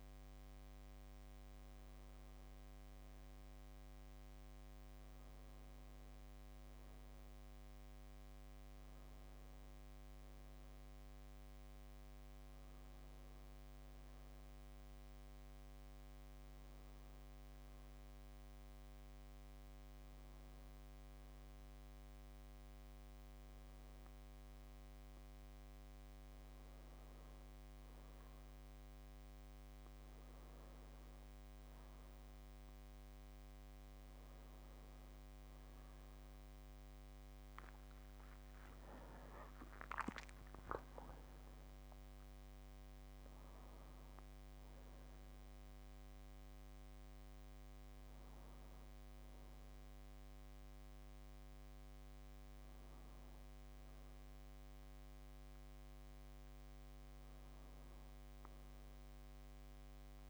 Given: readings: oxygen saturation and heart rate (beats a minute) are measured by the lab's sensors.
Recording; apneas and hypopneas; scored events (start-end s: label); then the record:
breathing in sleep, hard to hear, by a microphone on the trachea; none
none scored
From the record:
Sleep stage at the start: N2 (light sleep); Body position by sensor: on the back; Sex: male